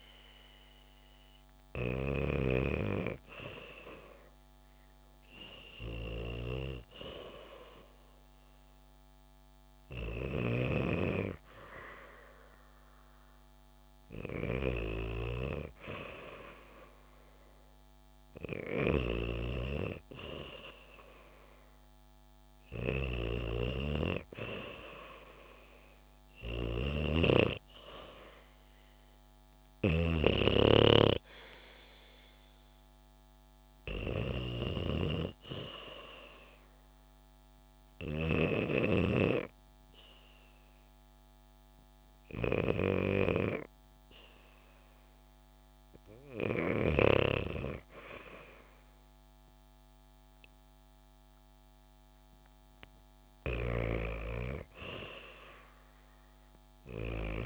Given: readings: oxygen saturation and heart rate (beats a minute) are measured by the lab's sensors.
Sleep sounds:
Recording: breathing in sleep by a microphone on the trachea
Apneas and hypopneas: 1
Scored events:
0.00-6.50 s: snoring (device-marked)
15.00-34.50 s: snoring (device-marked)
28.50-32.50 s: arousal
38.00-52.00 s: hypopnea (oxygen 95% before, 93% lowest, heart rate 73 before, 68 extreme, up 0 after)
54.50-57.46 s: arousal
From the record:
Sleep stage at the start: REM sleep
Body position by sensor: on the back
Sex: female

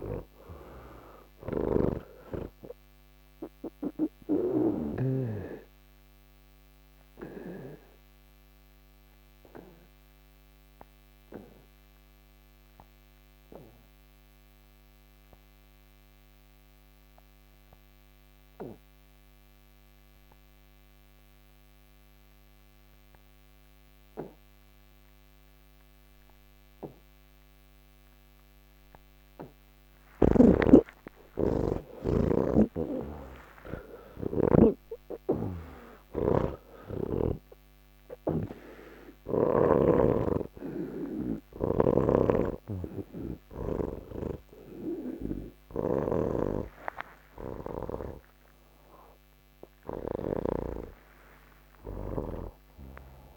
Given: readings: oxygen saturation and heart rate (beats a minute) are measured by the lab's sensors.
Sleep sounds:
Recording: breathing in sleep by a microphone on the trachea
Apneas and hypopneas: 1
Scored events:
0.00-22.50 s: oxygen desaturation (device-marked, oxygen 81% lowest, heart rate 63 extreme)
1.50-5.00 s: snoring (device-marked)
7.50-30.00 s: obstructive apnea (oxygen 97% before, 81% lowest, heart rate 149 before, 63 extreme)
27.50-53.37 s: oxygen desaturation (device-marked, oxygen 98% before, 86% lowest, heart rate 105 before, 84 extreme)
30.00-34.50 s: snoring (device-marked)
43.50-53.37 s: new sleep stage, N1 (lightest sleep)
From the record:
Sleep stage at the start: N3 (deep sleep)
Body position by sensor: on the back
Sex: male

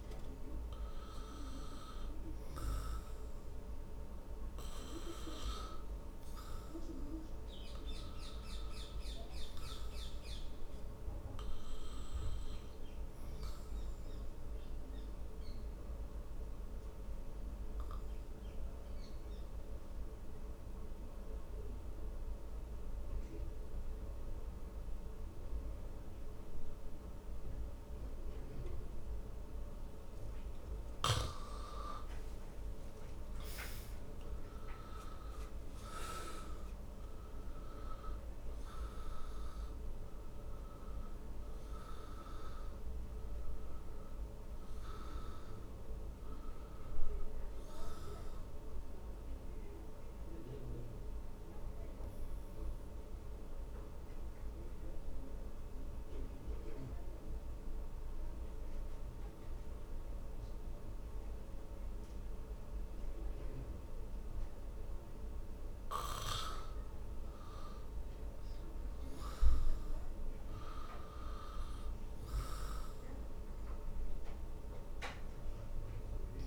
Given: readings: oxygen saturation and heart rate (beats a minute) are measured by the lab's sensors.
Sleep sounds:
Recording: breathing in sleep, hard to hear, by a room microphone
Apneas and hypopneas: 2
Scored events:
0.00-22.00 s: oxygen desaturation (device-marked, oxygen 89% lowest, heart rate 59 extreme)
16.00-31.00 s: obstructive apnea (oxygen 96% before, 87% lowest, heart rate 61 before, 55 extreme, up 13 after)
33.50-37.50 s: arousal
39.00-65.00 s: oxygen desaturation (device-marked, oxygen 93% before, 87% lowest, heart rate 62 before, 55 extreme)
52.00-68.00 s: obstructive apnea (oxygen 93% before, 87% lowest, heart rate 68 before, 56 extreme, up 8 after)
71.00-74.50 s: arousal
From the record:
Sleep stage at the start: N2 (light sleep)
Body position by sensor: on the back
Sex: male

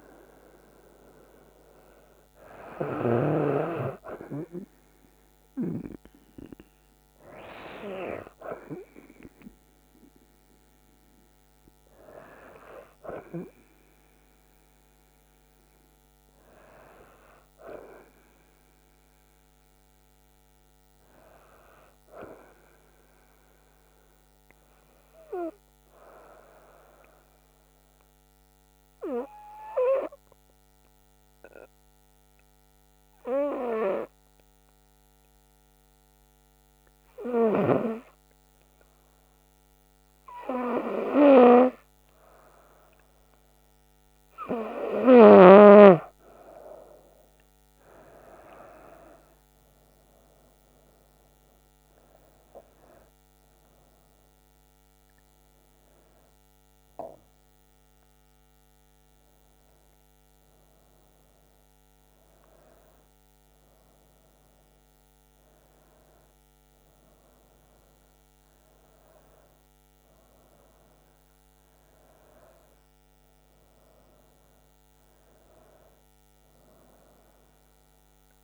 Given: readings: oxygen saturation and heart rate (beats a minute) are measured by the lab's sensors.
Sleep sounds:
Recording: breathing in sleep by a microphone on the trachea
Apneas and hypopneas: 1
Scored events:
0.00-21.00 s: oxygen desaturation (device-marked, oxygen 92% lowest, heart rate 68 extreme)
27.50-42.50 s: hypopnea (oxygen 97% before, 92% lowest, heart rate 70 before, 68 extreme, up 4 after)
42.00-60.00 s: oxygen desaturation (device-marked, oxygen 96% before, 92% lowest, heart rate 69 before, 70 extreme)
54.00-58.00 s: arousal
From the record:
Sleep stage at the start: N2 (light sleep)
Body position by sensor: on the back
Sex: female

